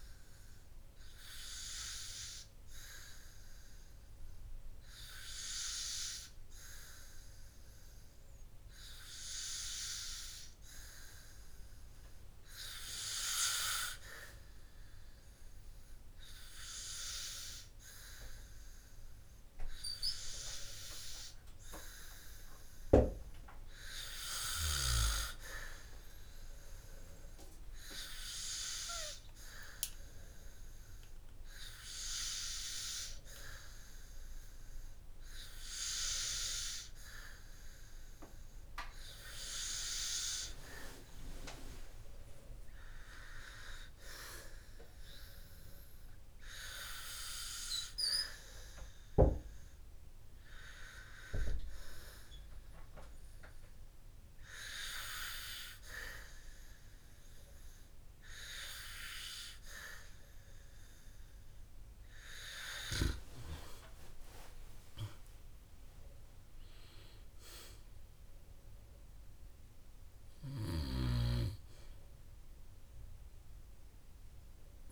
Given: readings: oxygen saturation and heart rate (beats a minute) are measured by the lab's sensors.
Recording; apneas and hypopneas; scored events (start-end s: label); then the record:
breathing in sleep by a room microphone; none
64.50-68.50 s: arousal
From the record:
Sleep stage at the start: N2 (light sleep); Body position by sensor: on the back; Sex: male